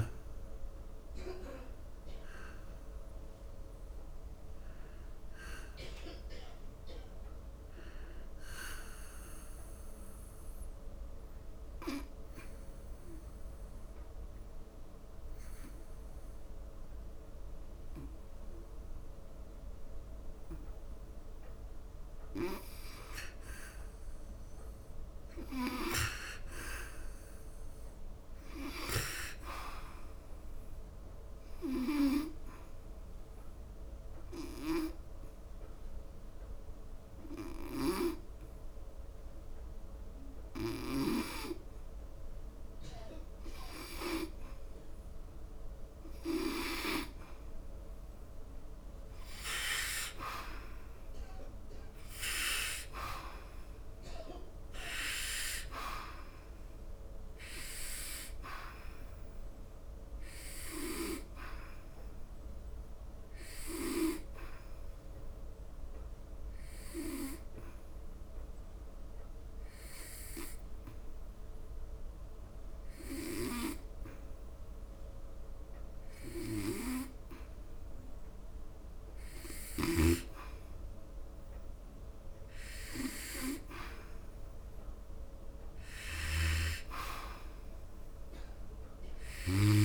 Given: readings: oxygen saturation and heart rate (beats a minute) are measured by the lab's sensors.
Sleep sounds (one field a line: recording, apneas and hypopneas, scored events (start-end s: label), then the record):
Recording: breathing in sleep by a room microphone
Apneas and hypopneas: 3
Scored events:
0.00-21.00 s: oxygen desaturation (device-marked, oxygen 81% lowest, heart rate 66 extreme)
9.00-22.50 s: obstructive apnea (oxygen 96% before, 81% lowest, heart rate 81 before, 66 extreme, up 1 after)
24.00-28.00 s: arousal
32.50-44.50 s: obstructive apnea (oxygen 99% before, 89% lowest, heart rate 77 before, 71 extreme, up 8 after)
35.00-46.00 s: oxygen desaturation (device-marked, oxygen 99% before, 91% lowest, heart rate 75 before, 74 extreme)
47.00-50.50 s: arousal
58.00-73.00 s: oxygen desaturation (device-marked, oxygen 96% before, 89% lowest, heart rate 75 before, 72 extreme)
62.50-82.50 s: hypopnea (oxygen 97% before, 89% lowest, heart rate 76 before, 72 extreme, up 2 after)
84.00-87.50 s: arousal
86.00-89.85 s: oxygen desaturation (device-marked, oxygen 95% before, 89% lowest, heart rate 74 before, 69 extreme)
From the record:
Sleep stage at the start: N2 (light sleep)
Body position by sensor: on the back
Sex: male